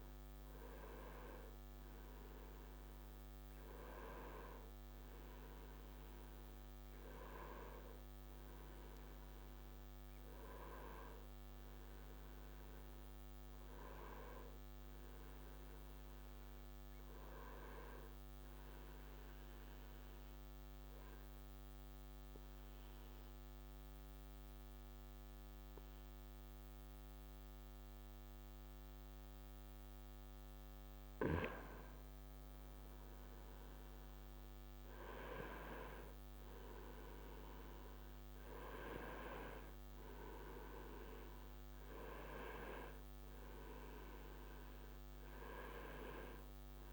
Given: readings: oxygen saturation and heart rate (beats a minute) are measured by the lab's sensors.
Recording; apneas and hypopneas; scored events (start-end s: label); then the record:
breathing in sleep by a microphone on the trachea; 1
11.00-15.50 s: arousal
18.50-30.50 s: obstructive apnea (oxygen 96% before, 92% lowest, heart rate 39 before, 25 extreme, up 23 after)
32.50-37.00 s: arousal
36.50-46.93 s: oxygen desaturation (device-marked, oxygen 95% before, 92% lowest)
From the record:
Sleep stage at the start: N1 (lightest sleep); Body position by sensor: on the right side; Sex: male